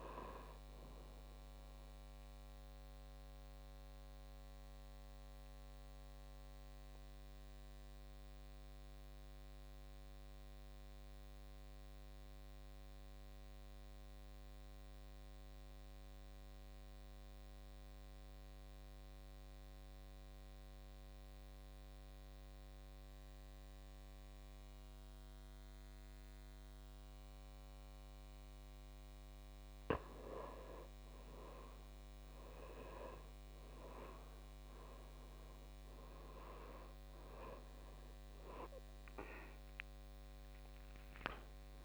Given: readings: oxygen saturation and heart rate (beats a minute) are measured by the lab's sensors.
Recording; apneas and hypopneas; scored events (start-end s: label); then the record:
breathing in sleep by a microphone on the trachea; 1
2.00-29.00 s: obstructive apnea (oxygen 99% before, 83% lowest, heart rate 55 before, 53 extreme, up 13 after)
29.50-41.85 s: oxygen desaturation (device-marked, oxygen 98% before, 83% lowest, heart rate 55 before, 51 extreme)
31.50-36.00 s: arousal
From the record:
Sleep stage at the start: N2 (light sleep); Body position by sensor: on the back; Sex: male